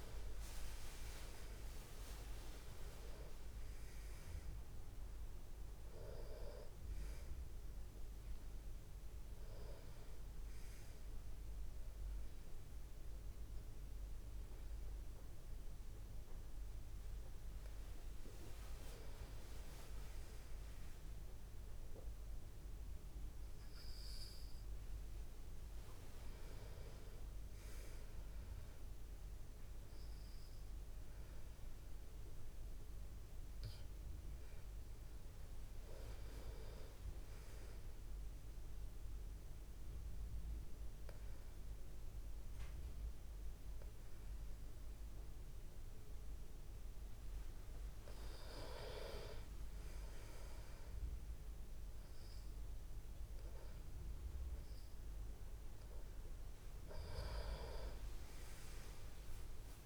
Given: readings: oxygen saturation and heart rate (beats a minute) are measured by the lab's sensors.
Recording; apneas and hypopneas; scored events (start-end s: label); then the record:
breathing in sleep by a room microphone; 1
0.00-2.50 s: arousal
29.50-33.50 s: arousal
38.00-48.00 s: obstructive apnea (oxygen 97% before, 93% lowest, heart rate 59 before, 54 extreme, up 8 after)
50.00-54.00 s: arousal
From the record:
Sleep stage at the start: N2 (light sleep); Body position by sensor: on the back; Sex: male